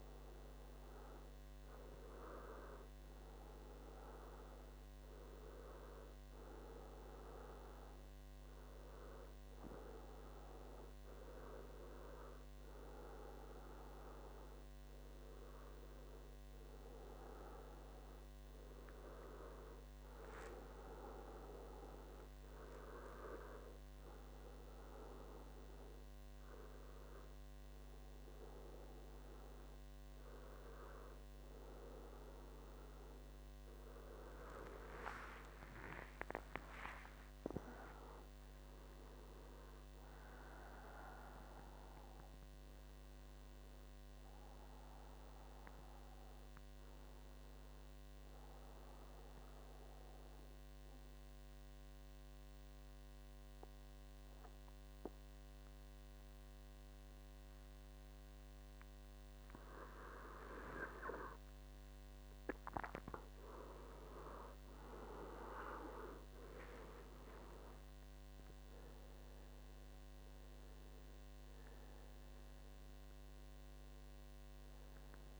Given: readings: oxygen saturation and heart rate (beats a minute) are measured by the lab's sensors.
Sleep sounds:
breathing in sleep by a microphone on the trachea; 1
0.00-7.00 s: oxygen desaturation (device-marked, oxygen 94% lowest, heart rate 67 extreme)
29.50-34.00 s: arousal
49.00-61.50 s: mixed apnea (oxygen 97% before, 94% lowest, heart rate 73 before, 61 extreme, up 20 after)
63.00-75.40 s: new sleep stage, N1 (lightest sleep)
63.50-68.00 s: arousal
From the record:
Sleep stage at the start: N2 (light sleep); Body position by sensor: on the right side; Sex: male

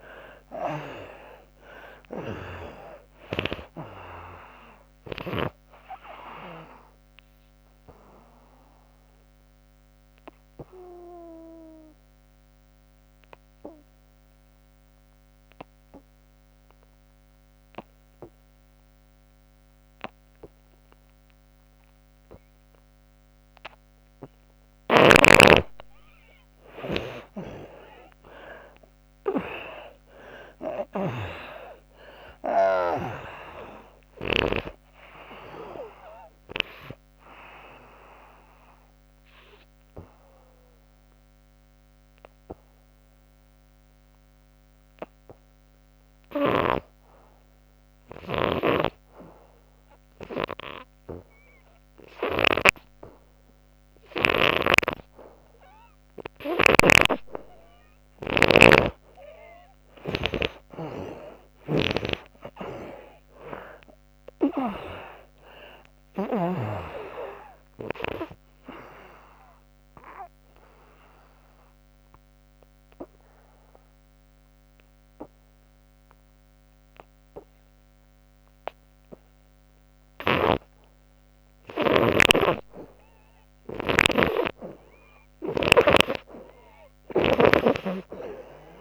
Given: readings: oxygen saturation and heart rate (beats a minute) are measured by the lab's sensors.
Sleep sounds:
breathing in sleep by a microphone on the trachea; 3
0.00-1.50 s: arousal
0.00-5.00 s: snoring (device-marked)
3.00-17.00 s: oxygen desaturation (device-marked, oxygen 96% before, 75% lowest, heart rate 80 before, 61 extreme)
7.00-24.00 s: obstructive apnea (oxygen 96% before, 75% lowest, heart rate 85 before, 61 extreme, up 56 after)
27.00-31.00 s: arousal
35.00-47.00 s: oxygen desaturation (device-marked, oxygen 94% before, 78% lowest, heart rate 80 before, 61 extreme)
38.00-57.00 s: obstructive apnea (oxygen 97% before, 78% lowest, heart rate 87 before, 61 extreme, up 22 after)
56.00-66.00 s: snoring (device-marked)
59.00-63.00 s: arousal
62.00-82.00 s: oxygen desaturation (device-marked, oxygen 97% before, 82% lowest, heart rate 67 before, 65 extreme)
69.00-81.50 s: obstructive apnea (oxygen 97% before, 76% lowest, heart rate 74 before, 65 extreme, up 4 after)
81.00-88.81 s: snoring (device-marked)
From the record:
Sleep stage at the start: N2 (light sleep); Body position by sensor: on the back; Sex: female

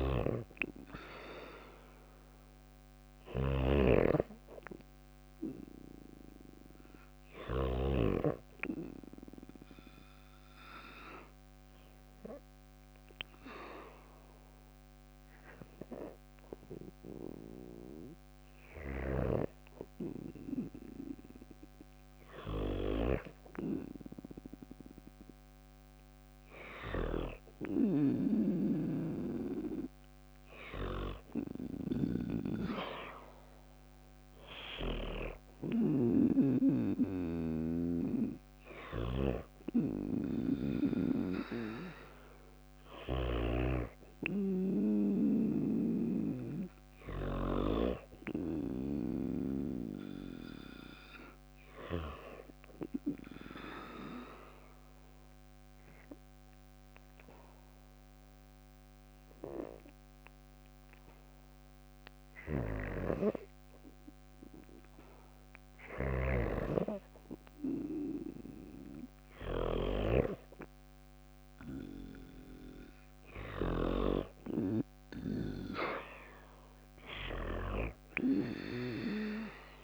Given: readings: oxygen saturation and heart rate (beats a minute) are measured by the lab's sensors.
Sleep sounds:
breathing in sleep by a microphone on the trachea; 2
0.00-7.00 s: snoring (device-marked)
9.00-19.00 s: obstructive apnea (oxygen 96% before, 94% lowest, heart rate 60 before, 56 extreme, up 2 after)
22.00-26.00 s: arousal
27.00-42.50 s: snoring (device-marked)
50.50-62.50 s: obstructive apnea (oxygen 96% before, 93% lowest, heart rate 59 before, 56 extreme, up 2 after)
72.00-75.00 s: arousal
From the record:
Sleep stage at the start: N2 (light sleep); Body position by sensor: on the back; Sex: female

